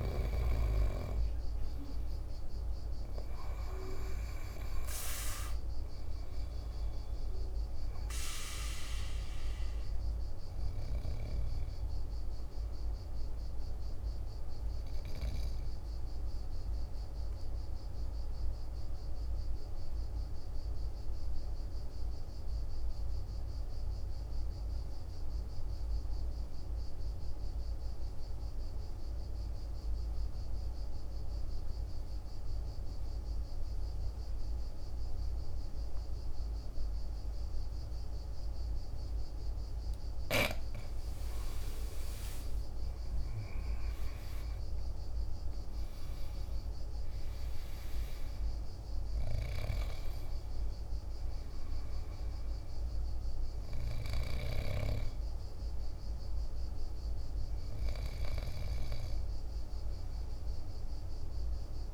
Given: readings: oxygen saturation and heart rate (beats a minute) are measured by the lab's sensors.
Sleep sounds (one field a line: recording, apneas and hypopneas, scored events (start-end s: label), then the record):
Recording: breathing in sleep by a room microphone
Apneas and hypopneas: 1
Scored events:
0.00-18.50 s: oxygen desaturation (device-marked, oxygen 88% lowest, heart rate 49 extreme)
18.00-39.50 s: obstructive apnea (oxygen 97% before, 88% lowest, heart rate 53 before, 48 extreme, up 10 after)
36.50-61.94 s: oxygen desaturation (device-marked, oxygen 99% before, 88% lowest, heart rate 51 before, 47 extreme)
41.00-45.50 s: arousal
From the record:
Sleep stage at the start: N2 (light sleep)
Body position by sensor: on the back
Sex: male